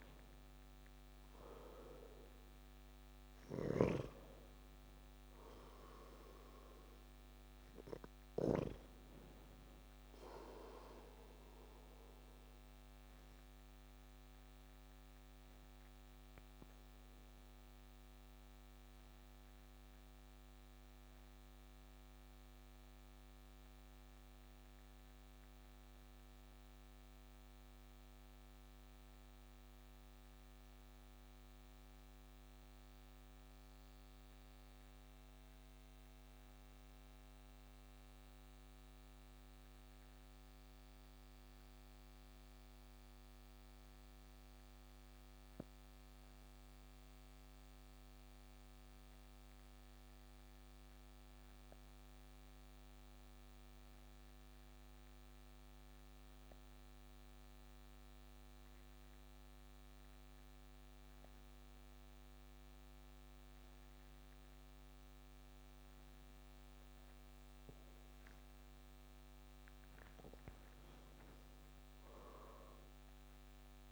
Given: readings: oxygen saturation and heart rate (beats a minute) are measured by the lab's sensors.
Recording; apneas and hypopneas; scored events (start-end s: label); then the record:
breathing in sleep by a microphone on the trachea; 1
0.00-1.00 s: arousal
0.00-33.00 s: oxygen desaturation (device-marked, oxygen 89% lowest)
13.00-69.50 s: obstructive apnea (oxygen 96% before, 86% lowest)
55.00-73.92 s: oxygen desaturation (device-marked, oxygen 97% before, 86% lowest)
72.00-73.92 s: arousal
From the record:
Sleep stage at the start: N2 (light sleep); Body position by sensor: on the back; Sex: male